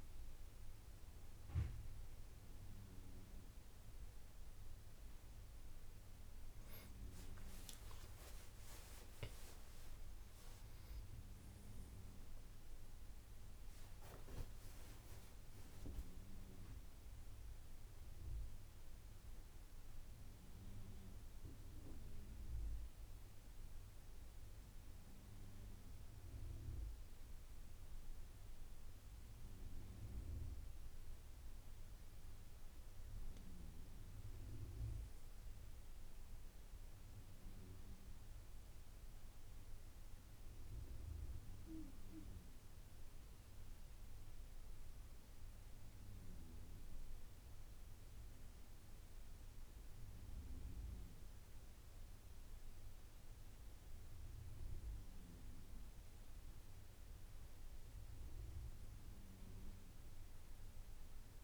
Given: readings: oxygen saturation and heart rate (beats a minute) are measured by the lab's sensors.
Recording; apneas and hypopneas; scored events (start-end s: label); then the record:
breathing in sleep, hard to hear, by a room microphone; 1
5.00-9.00 s: arousal
34.50-37.50 s: arousal
46.50-56.50 s: central apnea (oxygen 96% before, 91% lowest, heart rate 85 before, 80 extreme, up 7 after)
From the record:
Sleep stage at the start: N2 (light sleep); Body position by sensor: on the back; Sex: male